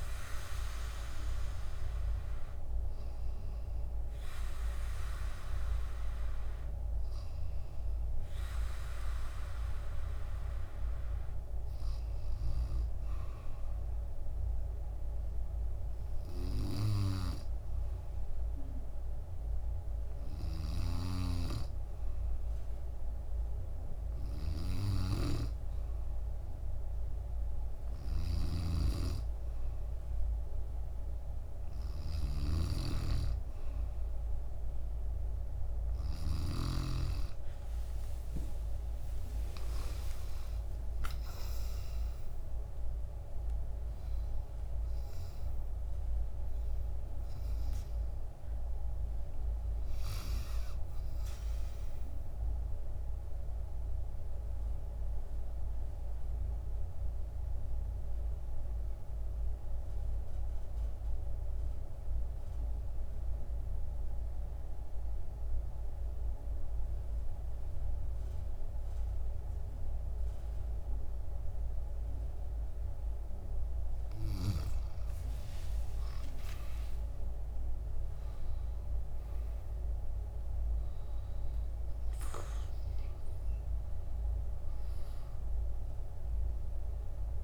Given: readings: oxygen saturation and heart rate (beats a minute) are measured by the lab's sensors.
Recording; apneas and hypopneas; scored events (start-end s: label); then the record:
breathing in sleep by a room microphone; 1
28.00-36.50 s: snoring (device-marked)
38.50-44.50 s: arousal
53.50-74.00 s: mixed apnea (oxygen 97% before, 93% lowest, heart rate 82 before, 64 extreme, up 15 after)
75.00-87.44 s: new sleep stage, awake
80.00-87.44 s: oxygen desaturation (device-marked, oxygen 98% before, 93% lowest, heart rate 67 before, 58 extreme)
From the record:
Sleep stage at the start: N2 (light sleep); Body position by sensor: on the back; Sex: female